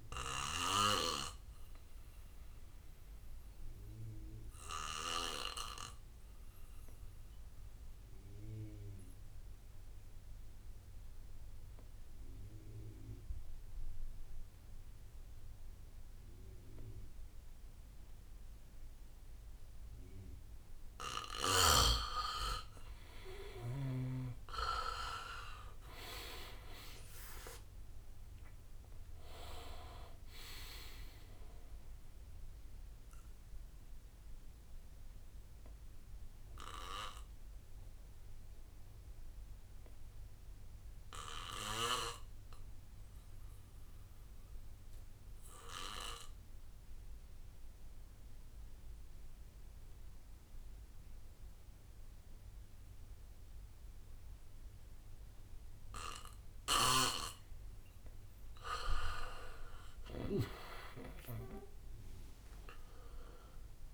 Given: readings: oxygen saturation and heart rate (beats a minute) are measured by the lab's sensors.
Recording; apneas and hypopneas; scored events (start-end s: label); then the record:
breathing in sleep by a room microphone; 2
0.00-9.00 s: oxygen desaturation (device-marked, oxygen 91% lowest, heart rate 58 extreme)
1.00-3.00 s: bradycardia (device-marked, heart rate 64 before, 60 extreme)
2.00-21.50 s: obstructive apnea (oxygen 99% before, 86% lowest, heart rate 62 before, 58 extreme, up 12 after)
22.00-43.00 s: oxygen desaturation (device-marked, oxygen 98% before, 88% lowest, heart rate 62 before, 58 extreme)
24.00-36.00 s: drop in pulse transit time (device-marked, heart rate 62 before, 68 extreme)
25.00-29.50 s: arousal
35.00-57.50 s: obstructive apnea (oxygen 98% before, 86% lowest, heart rate 69 before, 58 extreme, up 12 after)
36.00-39.00 s: bradycardia (device-marked, heart rate 64 before, 61 extreme)
40.00-44.00 s: bradycardia (device-marked, heart rate 64 before, 58 extreme)
52.00-63.94 s: oxygen desaturation (device-marked, oxygen 99% before, 86% lowest, heart rate 63 before, 58 extreme)
57.00-60.50 s: snoring (device-marked)
60.00-63.94 s: drop in pulse transit time (device-marked, heart rate 61 before, 66 extreme)
61.00-63.94 s: arousal
From the record:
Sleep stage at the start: N2 (light sleep); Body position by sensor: on the back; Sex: male